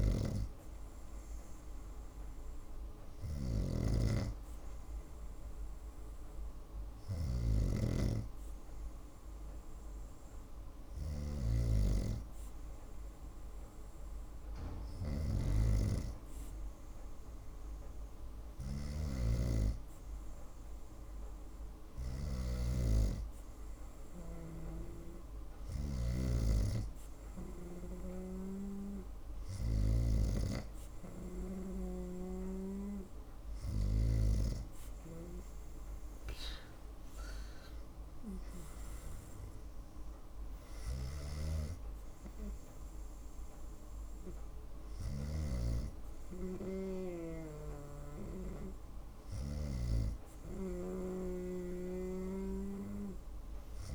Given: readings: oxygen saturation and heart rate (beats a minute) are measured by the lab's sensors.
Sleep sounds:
breathing in sleep by a room microphone; none
2.50-7.00 s: snoring (device-marked)
From the record:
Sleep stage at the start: N2 (light sleep); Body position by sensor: on the right side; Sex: female

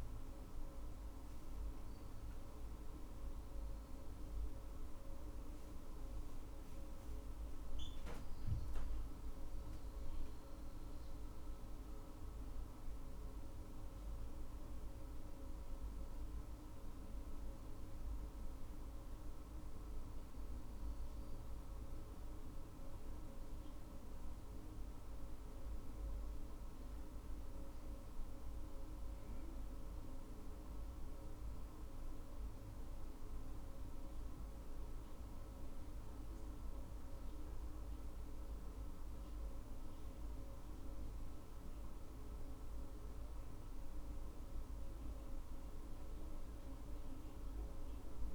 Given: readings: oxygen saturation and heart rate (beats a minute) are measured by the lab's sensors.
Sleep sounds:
breathing in sleep, hard to hear, by a room microphone; none
none scored
From the record:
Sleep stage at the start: N2 (light sleep); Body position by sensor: on the back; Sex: female

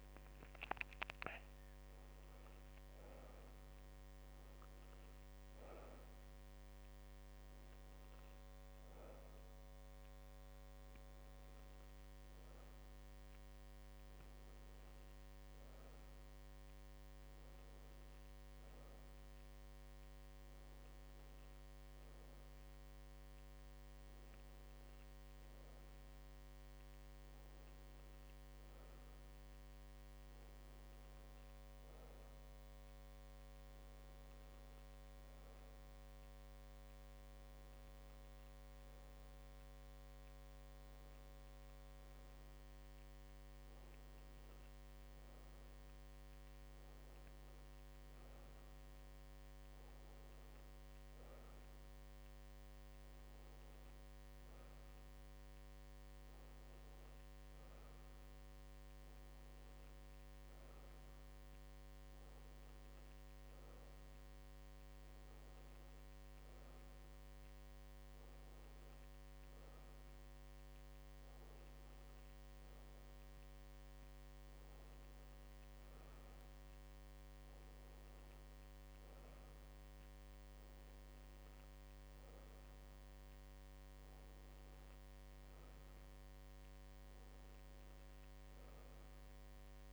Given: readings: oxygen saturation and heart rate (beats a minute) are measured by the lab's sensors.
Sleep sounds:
breathing in sleep, hard to hear, by a microphone on the trachea; none
none scored
From the record:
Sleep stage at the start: N2 (light sleep); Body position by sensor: on the back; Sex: female

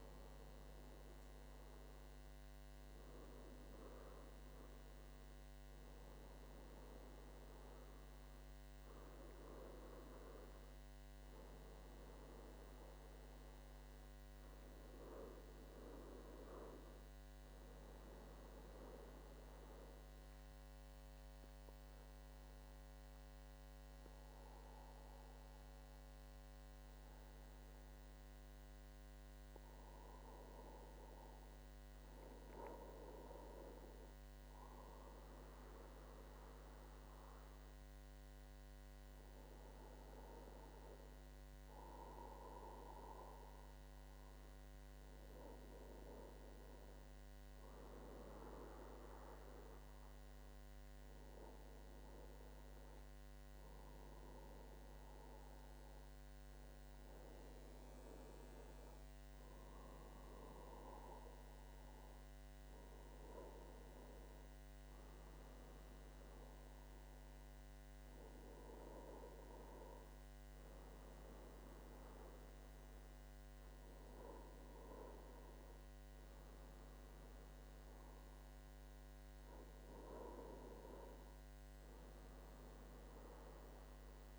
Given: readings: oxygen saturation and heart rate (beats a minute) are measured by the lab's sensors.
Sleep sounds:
breathing in sleep by a microphone on the trachea; 1
19.50-32.00 s: obstructive apnea (oxygen 96% before, 95% lowest, heart rate 80 before, 78 extreme, up 2 after)
34.00-37.50 s: arousal
From the record:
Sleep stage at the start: N1 (lightest sleep); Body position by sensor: on the back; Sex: male

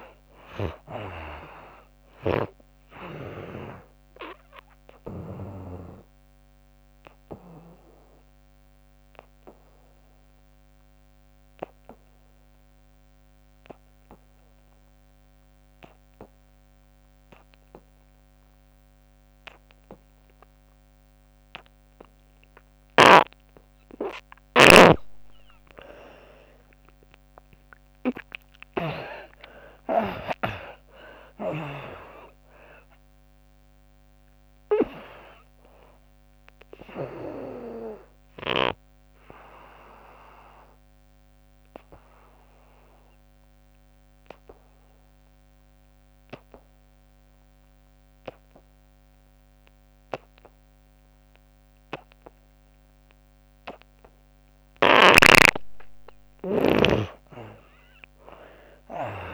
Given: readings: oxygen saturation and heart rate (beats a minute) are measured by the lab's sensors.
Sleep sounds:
breathing in sleep by a microphone on the trachea; 2
1.50-13.50 s: oxygen desaturation (device-marked, oxygen 95% before, 81% lowest, heart rate 77 before, 65 extreme)
5.00-23.00 s: obstructive apnea (oxygen 96% before, 75% lowest, heart rate 78 before, 65 extreme, up 21 after)
24.50-53.50 s: oxygen desaturation (device-marked, oxygen 97% before, 75% lowest, heart rate 76 before, 63 extreme)
26.00-31.50 s: arousal
39.50-54.50 s: obstructive apnea (oxygen 97% before, 75% lowest, heart rate 83 before, 63 extreme, up 21 after)
55.50-59.34 s: oxygen desaturation (device-marked, oxygen 98% before, 77% lowest, heart rate 79 before, 67 extreme)
From the record:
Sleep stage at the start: N2 (light sleep); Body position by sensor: on the back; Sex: female

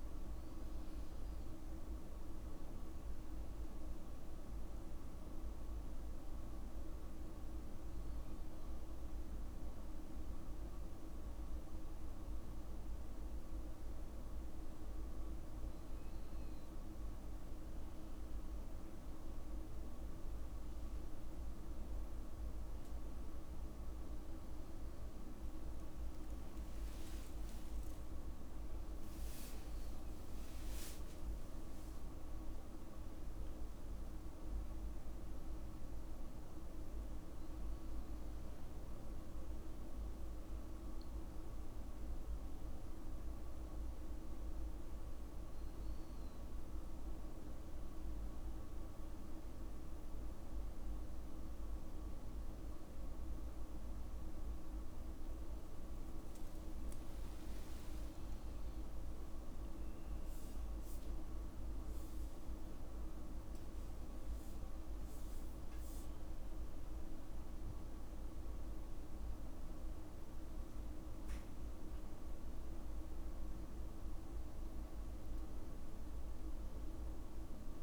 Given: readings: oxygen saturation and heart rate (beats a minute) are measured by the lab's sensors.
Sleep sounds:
a person awake in a sleep study, hard to hear, by a room microphone; none
26.50-28.50 s: long interval between heartbeats (device-marked, heart rate 53 before, 63 extreme)
38.50-77.83 s: new sleep stage, awake
From the record:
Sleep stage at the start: N1 (lightest sleep); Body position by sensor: on the back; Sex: male

